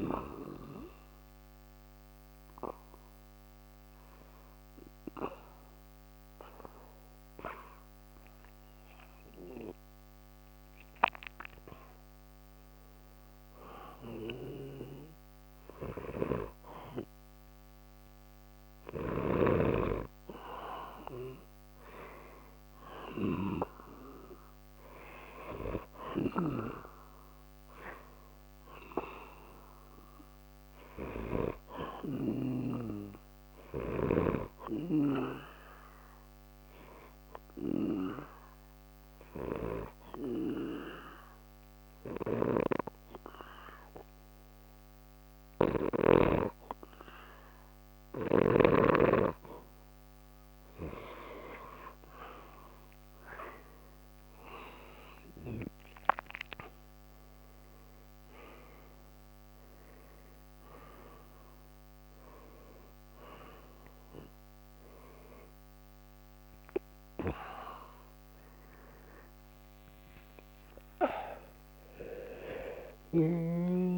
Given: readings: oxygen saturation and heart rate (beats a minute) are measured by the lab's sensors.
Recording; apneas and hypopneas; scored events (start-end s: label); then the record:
breathing in sleep by a microphone on the trachea; 2
0.00-8.00 s: oxygen desaturation (device-marked, oxygen 91% lowest, heart rate 63 extreme)
2.50-21.00 s: hypopnea (oxygen 97% before, 87% lowest, heart rate 64 before, 63 extreme, up 1 after)
22.00-25.00 s: arousal
22.00-42.00 s: oxygen desaturation (device-marked, oxygen 96% before, 92% lowest, heart rate 64 before, 63 extreme)
26.00-32.50 s: snoring (device-marked)
35.50-50.00 s: obstructive apnea (oxygen 96% before, 87% lowest, heart rate 64 before, 63 extreme, up 29 after)
55.00-73.98 s: oxygen desaturation (device-marked, oxygen 94% before, 87% lowest, heart rate 67 before, 63 extreme)
58.00-73.98 s: new sleep stage, awake
From the record:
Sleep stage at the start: N2 (light sleep); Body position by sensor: on the back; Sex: male